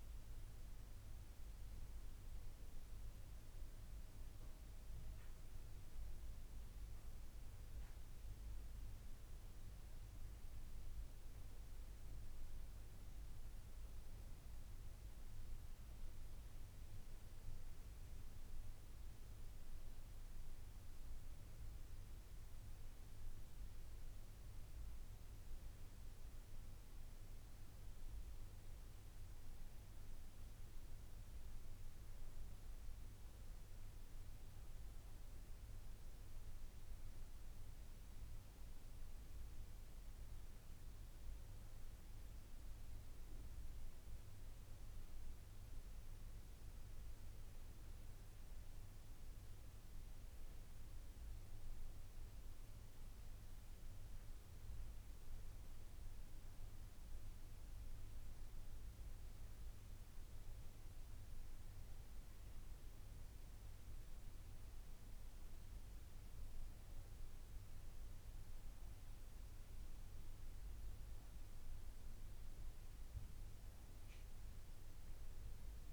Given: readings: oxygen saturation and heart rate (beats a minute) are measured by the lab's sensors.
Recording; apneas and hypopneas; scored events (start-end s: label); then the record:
breathing in sleep, hard to hear, by a room microphone; none
none scored
From the record:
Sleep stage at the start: N2 (light sleep); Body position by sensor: on the back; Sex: female